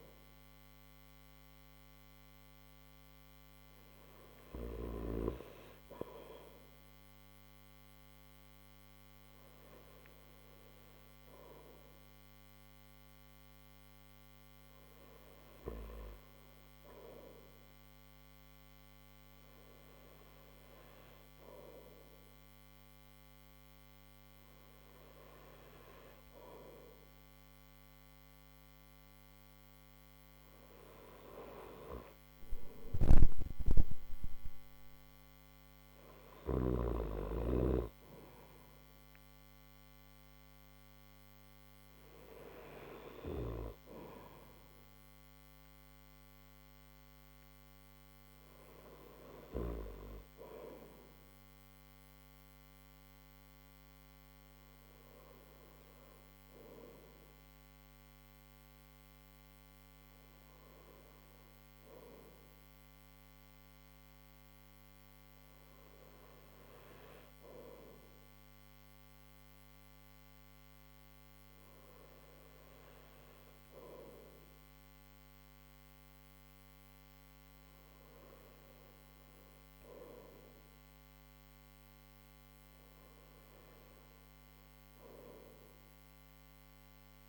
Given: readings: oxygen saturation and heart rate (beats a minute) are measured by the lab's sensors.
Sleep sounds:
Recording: breathing in sleep by a microphone on the trachea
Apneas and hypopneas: none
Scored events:
none scored
From the record:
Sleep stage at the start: N1 (lightest sleep)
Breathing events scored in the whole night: 29 in 6.0 hours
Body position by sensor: on the right side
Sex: male

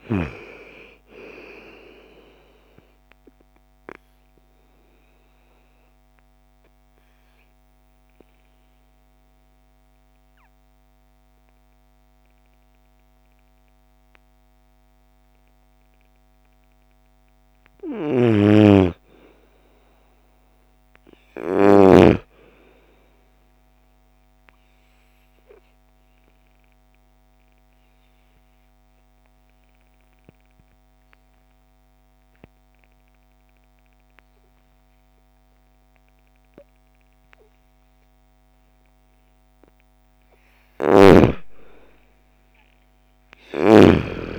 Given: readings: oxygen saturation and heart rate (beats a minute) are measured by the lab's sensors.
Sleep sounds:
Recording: breathing in sleep by a microphone on the trachea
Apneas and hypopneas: 2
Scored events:
0.50-16.50 s: oxygen desaturation (device-marked, oxygen 98% before, 88% lowest, heart rate 57 before, 38 extreme)
3.50-16.50 s: obstructive apnea (oxygen 99% before, 84% lowest, heart rate 58 before, 38 extreme, up 0 after)
17.00-21.50 s: snoring (device-marked)
17.50-21.50 s: arousal
21.50-35.50 s: oxygen desaturation (device-marked, oxygen 98% before, 91% lowest, heart rate 57 before, 47 extreme)
26.00-40.00 s: obstructive apnea (oxygen 98% before, 84% lowest, heart rate 54 before, 40 extreme, up 12 after)
40.50-44.39 s: arousal
41.50-44.39 s: oxygen desaturation (device-marked, oxygen 95% before, 84% lowest, heart rate 55 before, 40 extreme)
42.50-44.39 s: snoring (device-marked)
From the record:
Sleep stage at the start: N2 (light sleep)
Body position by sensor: on the right side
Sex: female

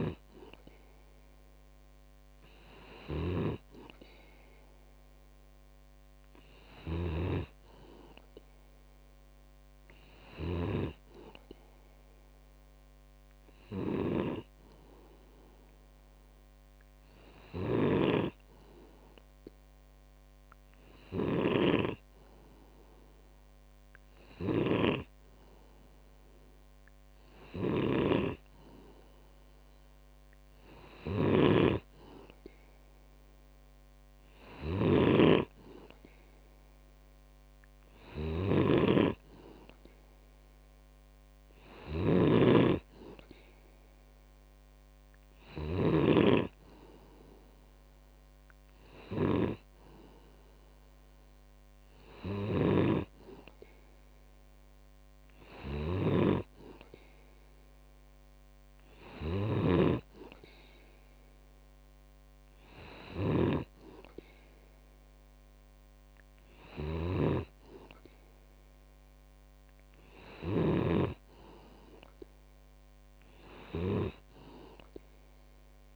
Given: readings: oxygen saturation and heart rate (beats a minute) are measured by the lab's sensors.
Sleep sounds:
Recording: breathing in sleep by a microphone on the trachea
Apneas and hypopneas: none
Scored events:
3.00-60.00 s: snoring (device-marked)
67.00-71.00 s: snoring (device-marked)
From the record:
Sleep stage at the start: N2 (light sleep)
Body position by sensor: on the back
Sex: male

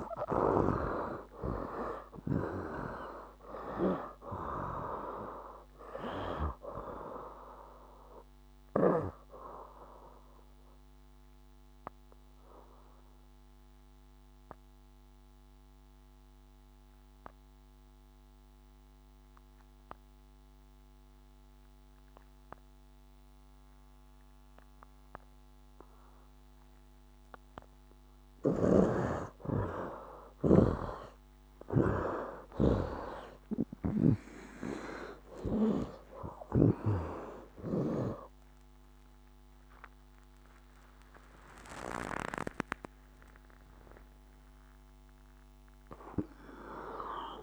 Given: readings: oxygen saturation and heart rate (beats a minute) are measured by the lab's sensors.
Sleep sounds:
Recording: a person awake in a sleep study, by a microphone on the trachea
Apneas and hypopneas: 1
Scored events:
0.00-1.00 s: arousal
0.00-31.50 s: oxygen desaturation (device-marked, oxygen 71% lowest, heart rate 65 extreme)
10.50-27.50 s: obstructive apnea (heart rate 79 before, 65 extreme, up 15 after)
23.50-47.43 s: new sleep stage, awake
28.00-35.50 s: snoring (device-marked)
38.50-45.50 s: tachycardia (device-marked, heart rate 74 before, 109 extreme)
42.50-44.50 s: long interval between heartbeats (device-marked, heart rate 76 before, 109 extreme)
From the record:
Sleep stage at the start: N2 (light sleep)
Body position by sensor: on the right side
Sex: male

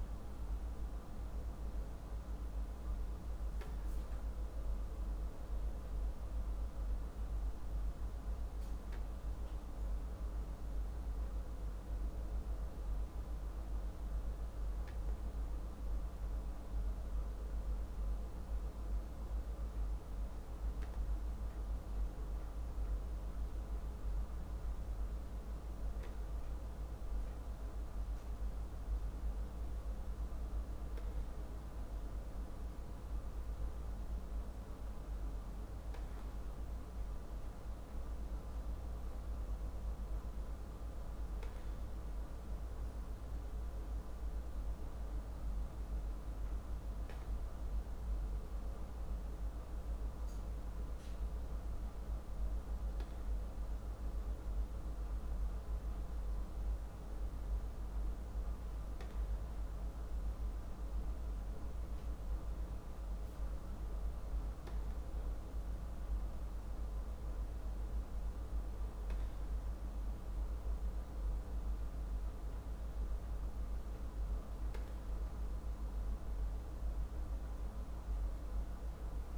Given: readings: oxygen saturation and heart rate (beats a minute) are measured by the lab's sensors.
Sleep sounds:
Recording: breathing in sleep, hard to hear, by a room microphone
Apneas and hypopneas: none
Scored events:
none scored
From the record:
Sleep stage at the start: N2 (light sleep)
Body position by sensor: on the back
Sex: male

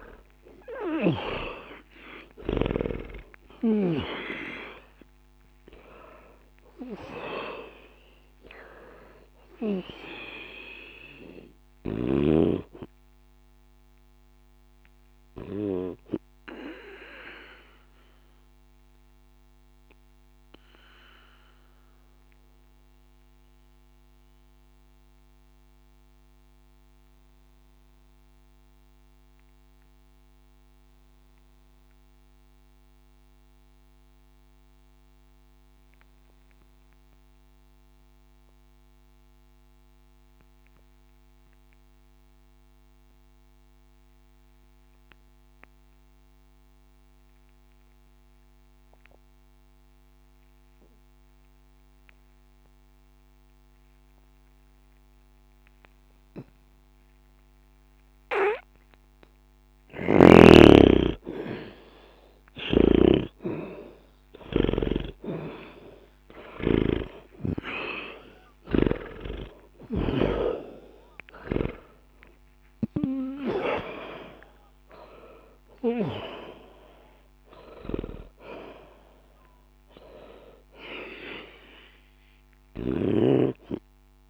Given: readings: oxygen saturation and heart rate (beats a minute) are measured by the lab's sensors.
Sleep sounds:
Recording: breathing in sleep by a microphone on the trachea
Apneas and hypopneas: 1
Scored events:
0.00-7.00 s: oxygen desaturation (device-marked, oxygen 89% lowest, heart rate 61 extreme)
9.00-34.00 s: oxygen desaturation (device-marked, oxygen 92% before, 77% lowest, heart rate 61 before, 60 extreme)
18.00-59.50 s: mixed apnea (oxygen 94% before, 77% lowest, heart rate 61 before, 60 extreme, up 1 after)
49.00-78.00 s: oxygen desaturation (device-marked, oxygen 99% before, 87% lowest, heart rate 60 before, 60 extreme)
62.00-67.00 s: arousal
62.50-67.00 s: snoring (device-marked)
From the record:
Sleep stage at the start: N2 (light sleep)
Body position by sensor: on the back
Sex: male

